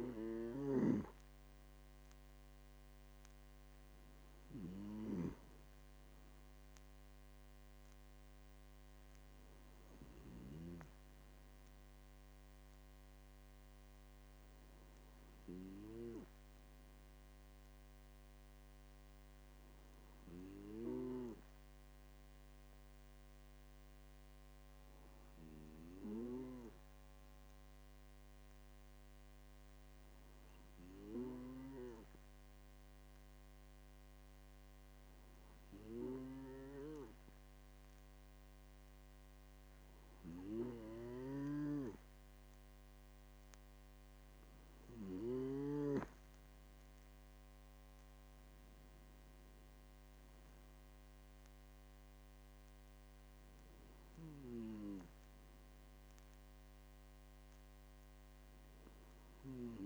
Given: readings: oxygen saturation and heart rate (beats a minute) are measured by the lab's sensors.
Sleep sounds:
a person awake in a sleep study, by a microphone on the trachea; none
0.00-10.50 s: snoring (device-marked)
40.00-45.50 s: snoring (device-marked)
From the record:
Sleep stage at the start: awake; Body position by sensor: on the left side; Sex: male

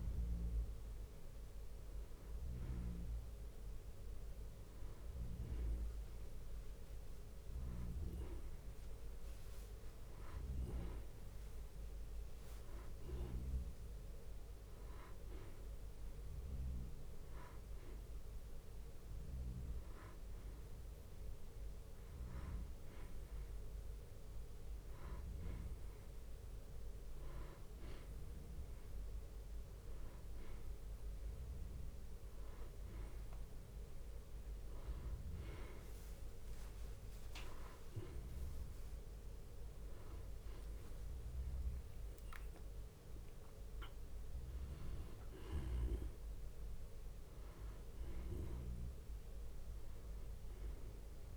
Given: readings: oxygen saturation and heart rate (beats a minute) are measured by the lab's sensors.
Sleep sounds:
breathing in sleep by a room microphone; none
0.00-6.50 s: bradycardia (device-marked, heart rate 52 extreme)
1.50-3.50 s: long interval between heartbeats (device-marked, heart rate 56 before, 52 extreme)
10.50-23.50 s: drop in pulse transit time (device-marked, heart rate 57 before, 65 extreme)
25.50-40.50 s: bradycardia (device-marked, heart rate 61 before, 52 extreme)
43.00-47.00 s: arousal
44.00-46.00 s: long interval between heartbeats (device-marked, heart rate 60 before, 62 extreme)
46.50-48.50 s: long interval between heartbeats (device-marked, heart rate 59 before, 71 extreme)
From the record:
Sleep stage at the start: N2 (light sleep); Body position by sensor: on the back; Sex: male

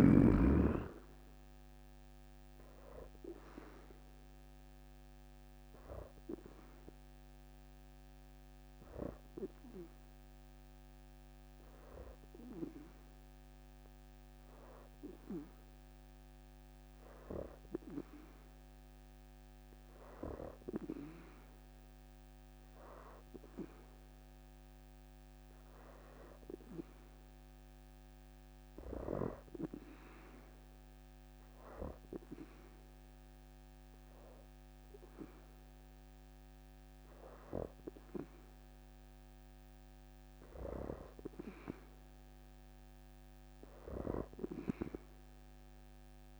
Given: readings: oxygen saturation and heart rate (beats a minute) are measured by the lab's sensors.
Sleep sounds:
breathing in sleep by a microphone on the trachea; 1
4.00-14.50 s: hypopnea (oxygen 90% before, 85% lowest, heart rate 78 before, 76 extreme, up 6 after)
7.00-23.00 s: oxygen desaturation (device-marked, oxygen 89% before, 85% lowest, heart rate 77 before, 76 extreme)
From the record:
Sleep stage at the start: N2 (light sleep); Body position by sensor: on the back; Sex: female

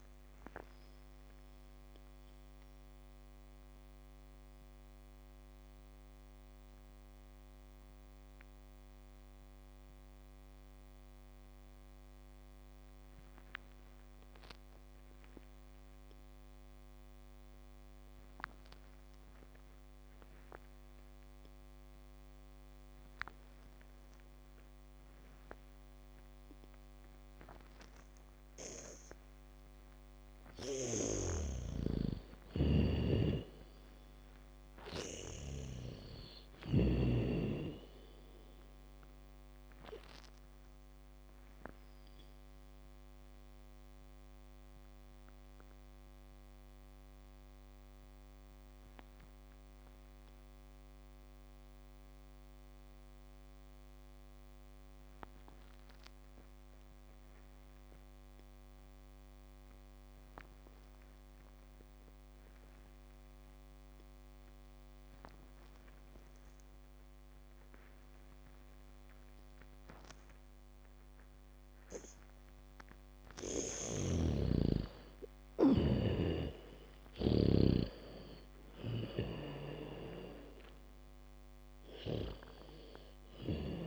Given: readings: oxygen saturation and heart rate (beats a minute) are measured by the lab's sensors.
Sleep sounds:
breathing in sleep by a microphone on the trachea; 2
0.00-23.50 s: oxygen desaturation (device-marked, oxygen 81% lowest)
3.00-30.00 s: mixed apnea (oxygen 99% before, 80% lowest, heart rate 52 before, 35 extreme, up 4 after)
21.50-37.50 s: bradycardia (device-marked, heart rate 62 before, 35 extreme)
29.50-56.50 s: oxygen desaturation (device-marked, oxygen 98% before, 80% lowest, heart rate 66 before, 35 extreme)
31.00-36.00 s: snoring (device-marked)
31.50-35.50 s: arousal
41.00-74.00 s: mixed apnea (oxygen 98% before, 79% lowest, heart rate 52 before, 51 extreme, up 10 after)
66.50-70.50 s: bradycardia (device-marked, heart rate 62 before, 58 extreme)
68.50-83.87 s: oxygen desaturation (device-marked, oxygen 98% before, 79% lowest, heart rate 70 before, 35 extreme)
74.00-78.00 s: snoring (device-marked)
75.00-78.50 s: arousal
76.50-80.50 s: bradycardia (device-marked, heart rate 62 before, 51 extreme)
From the record:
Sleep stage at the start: N2 (light sleep); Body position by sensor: on the back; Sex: female

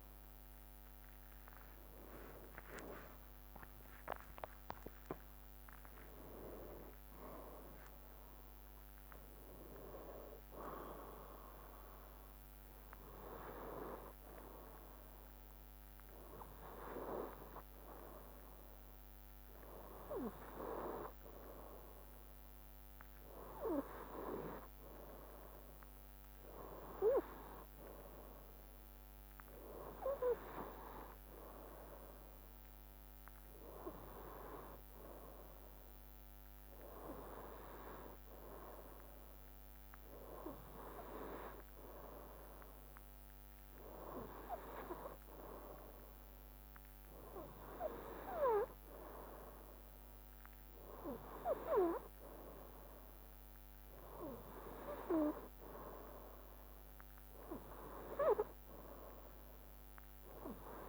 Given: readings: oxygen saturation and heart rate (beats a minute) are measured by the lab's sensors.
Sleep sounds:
breathing in sleep by a microphone on the trachea; none
0.00-1.00 s: arousal
53.50-60.89 s: drop in pulse transit time (device-marked, heart rate 63 before, 63 extreme)
From the record:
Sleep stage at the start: N2 (light sleep); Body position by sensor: on the right side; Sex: male

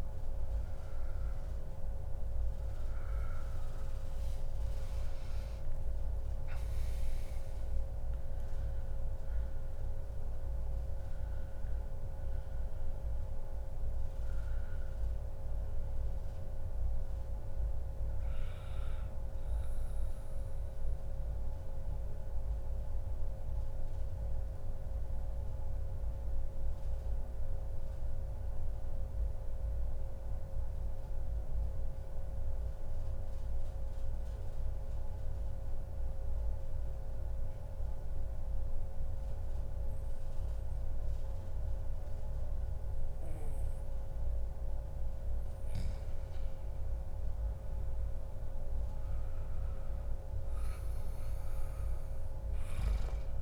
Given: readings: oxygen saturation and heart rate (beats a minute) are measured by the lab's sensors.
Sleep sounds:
breathing in sleep, hard to hear, by a room microphone; 1
0.00-4.00 s: arousal
2.50-15.50 s: oxygen desaturation (device-marked, oxygen 96% before, 93% lowest, heart rate 141 before, 78 extreme)
20.50-45.00 s: mixed apnea (oxygen 97% before, 93% lowest, heart rate 137 before, 89 extreme, up 13 after)
23.00-25.00 s: long interval between heartbeats (device-marked, heart rate 132 before, 78 extreme)
26.00-28.00 s: long interval between heartbeats (device-marked, heart rate 123 before, 90 extreme)
47.50-51.00 s: arousal
From the record:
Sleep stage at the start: N2 (light sleep); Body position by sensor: on the back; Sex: male

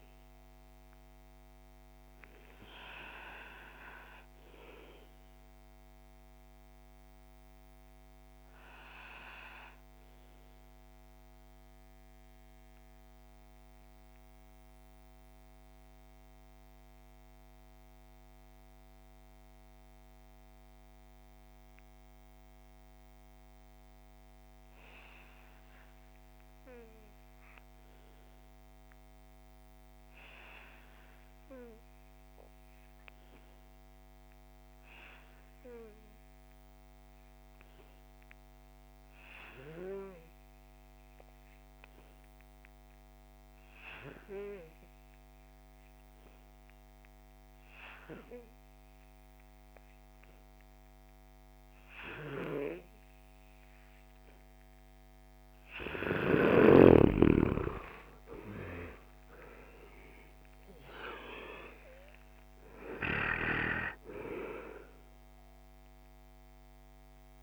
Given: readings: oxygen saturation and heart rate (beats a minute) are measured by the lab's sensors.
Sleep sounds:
breathing in sleep by a microphone on the trachea; 1
0.00-26.50 s: oxygen desaturation (device-marked, oxygen 83% lowest)
8.50-54.50 s: mixed apnea (oxygen 98% before, 78% lowest)
40.50-67.43 s: oxygen desaturation (device-marked, oxygen 97% before, 78% lowest)
56.50-62.00 s: arousal
From the record:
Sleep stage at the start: N2 (light sleep); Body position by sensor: on the back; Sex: male

